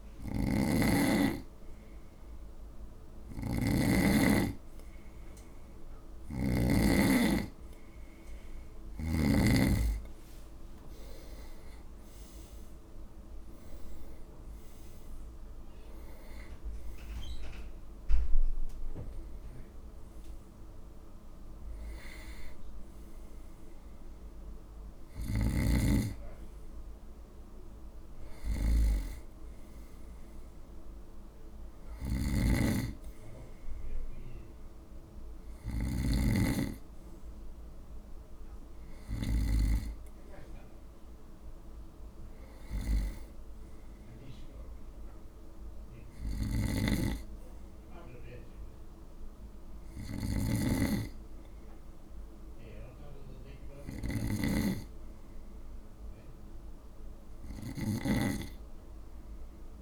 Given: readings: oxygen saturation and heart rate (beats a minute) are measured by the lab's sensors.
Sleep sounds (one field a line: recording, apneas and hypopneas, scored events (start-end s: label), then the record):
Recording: breathing in sleep by a room microphone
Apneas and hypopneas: none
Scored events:
0.00-6.50 s: snoring (device-marked)
6.00-9.50 s: arousal
25.00-39.50 s: snoring (device-marked)
46.00-59.82 s: snoring (device-marked)
From the record:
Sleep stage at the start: N2 (light sleep)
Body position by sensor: on the right side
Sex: male